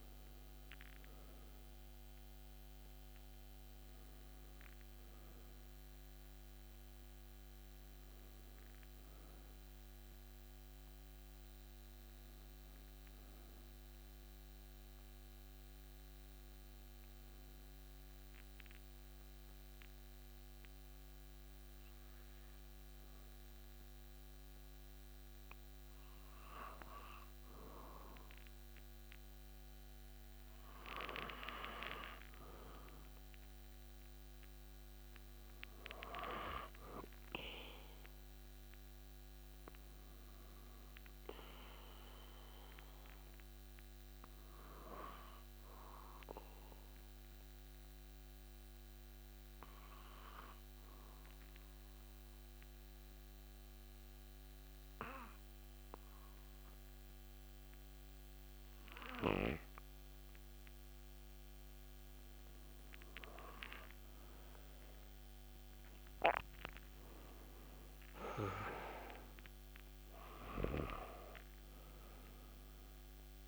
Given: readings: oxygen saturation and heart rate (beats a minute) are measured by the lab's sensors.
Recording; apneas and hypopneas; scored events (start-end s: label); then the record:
breathing in sleep by a microphone on the trachea; 2
0.00-15.00 s: oxygen desaturation (device-marked, oxygen 98% before, 94% lowest)
16.50-28.00 s: mixed apnea (oxygen 98% before, 94% lowest)
30.00-34.00 s: arousal
46.00-63.00 s: obstructive apnea (oxygen 98% before, 94% lowest)
64.50-69.50 s: arousal
68.00-73.47 s: oxygen desaturation (device-marked, oxygen 98% before, 94% lowest)
From the record:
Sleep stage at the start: N2 (light sleep); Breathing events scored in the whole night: 169 in 4.5 hours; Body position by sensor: on the back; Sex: male